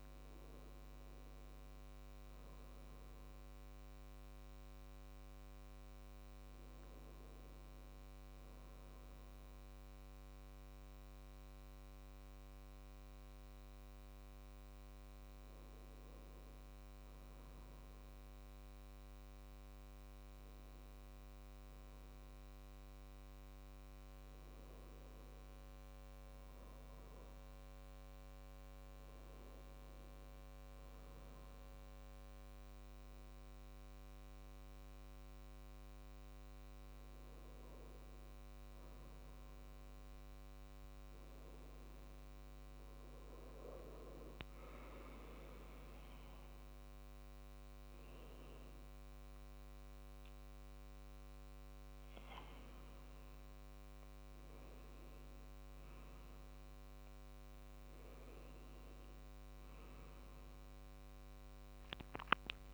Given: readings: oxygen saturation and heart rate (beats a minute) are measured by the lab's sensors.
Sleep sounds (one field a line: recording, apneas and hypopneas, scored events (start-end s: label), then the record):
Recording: breathing in sleep, hard to hear, by a microphone on the trachea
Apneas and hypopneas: 1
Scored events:
12.50-15.50 s: arousal
18.50-29.00 s: hypopnea (oxygen 97% before, 94% lowest, heart rate 70 before, 68 extreme, up 2 after)
31.50-36.00 s: arousal
From the record:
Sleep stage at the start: N2 (light sleep)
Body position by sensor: on the back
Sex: male